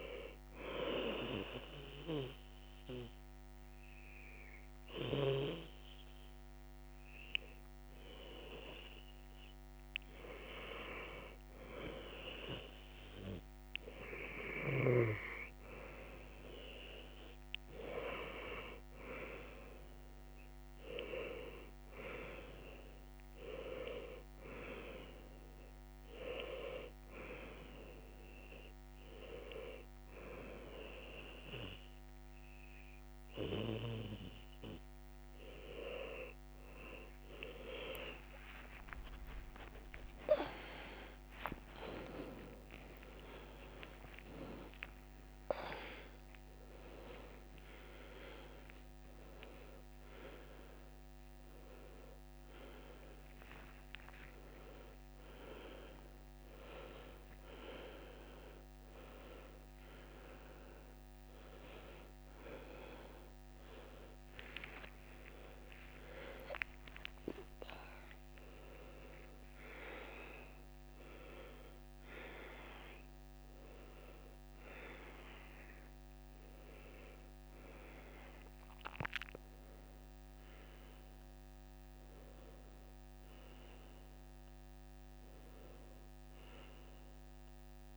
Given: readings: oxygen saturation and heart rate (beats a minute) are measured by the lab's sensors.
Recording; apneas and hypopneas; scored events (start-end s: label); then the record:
a person partly awake in a sleep study, by a microphone on the trachea; 1
1.00-11.00 s: hypopnea (oxygen 97% before, 93% lowest, heart rate 76 before, 75 extreme, up 1 after)
48.00-87.97 s: new sleep stage, awake
From the record:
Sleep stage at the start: N1 (lightest sleep); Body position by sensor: on the back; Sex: male